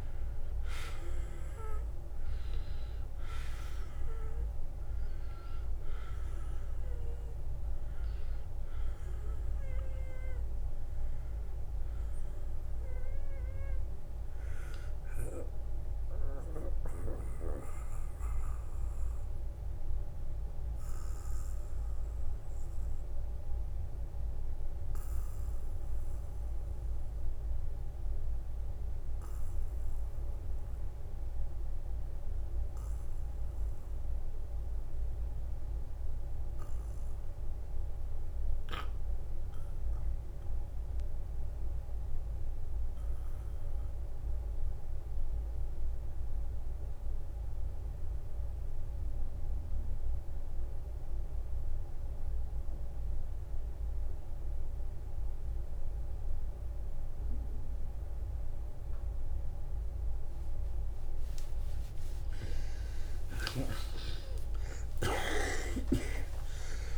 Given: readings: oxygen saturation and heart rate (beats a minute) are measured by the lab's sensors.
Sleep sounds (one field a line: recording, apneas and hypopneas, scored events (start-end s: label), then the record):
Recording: breathing in sleep by a room microphone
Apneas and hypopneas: 1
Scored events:
0.00-35.50 s: oxygen desaturation (device-marked, oxygen 78% lowest, heart rate 43 extreme)
12.00-14.00 s: long interval between heartbeats (device-marked, heart rate 65 before, 58 extreme)
15.00-59.50 s: obstructive apnea (oxygen 93% before, 72% lowest, heart rate 67 before, 42 extreme, up 36 after)
16.00-18.00 s: long interval between heartbeats (device-marked, heart rate 67 before, 62 extreme)
53.50-66.98 s: oxygen desaturation (device-marked, oxygen 96% before, 72% lowest, heart rate 51 before, 42 extreme)
63.50-66.98 s: arousal
From the record:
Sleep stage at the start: N2 (light sleep)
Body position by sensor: on the back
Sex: male